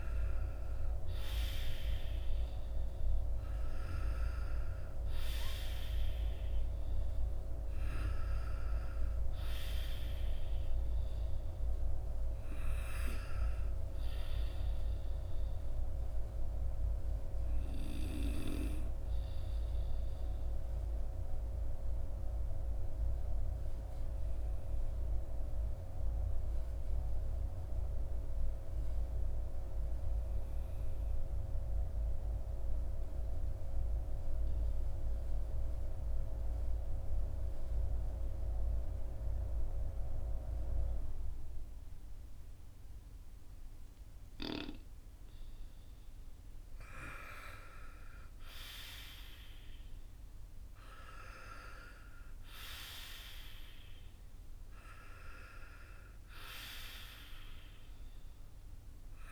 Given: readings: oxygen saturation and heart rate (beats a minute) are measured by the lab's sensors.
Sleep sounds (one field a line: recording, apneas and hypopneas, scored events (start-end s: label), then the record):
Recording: breathing in sleep by a room microphone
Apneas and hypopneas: 1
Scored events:
0.00-2.50 s: arousal
18.00-45.00 s: obstructive apnea (oxygen 96% before, 90% lowest, heart rate 56 before, 43 extreme, up 15 after)
46.50-51.00 s: arousal
From the record:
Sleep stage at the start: N2 (light sleep)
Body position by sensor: on the right side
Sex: male